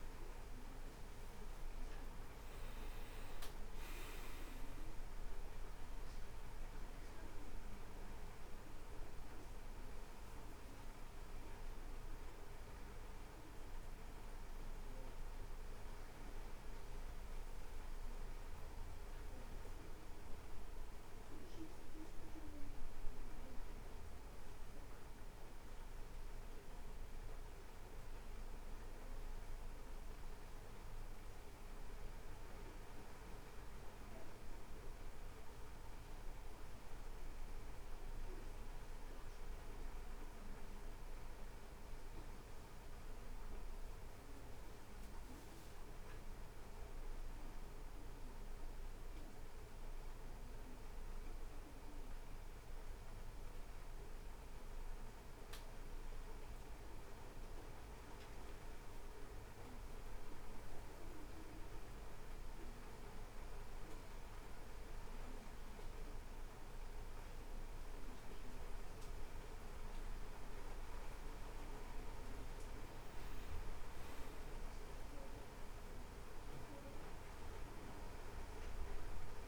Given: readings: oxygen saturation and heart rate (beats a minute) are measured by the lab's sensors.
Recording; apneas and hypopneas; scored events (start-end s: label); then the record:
breathing in sleep, hard to hear, by a room microphone; 1
9.50-69.50 s: new sleep stage, N2 (light sleep)
20.00-40.00 s: hypopnea (oxygen 96% before, 93% lowest, heart rate 66 before, 61 extreme, up 6 after)
41.50-60.50 s: oxygen desaturation (device-marked, oxygen 98% before, 93% lowest, heart rate 65 before, 65 extreme)
43.00-47.00 s: arousal
69.50-79.48 s: new sleep stage, N1 (lightest sleep)
From the record:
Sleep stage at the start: N1 (lightest sleep); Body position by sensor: on the back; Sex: male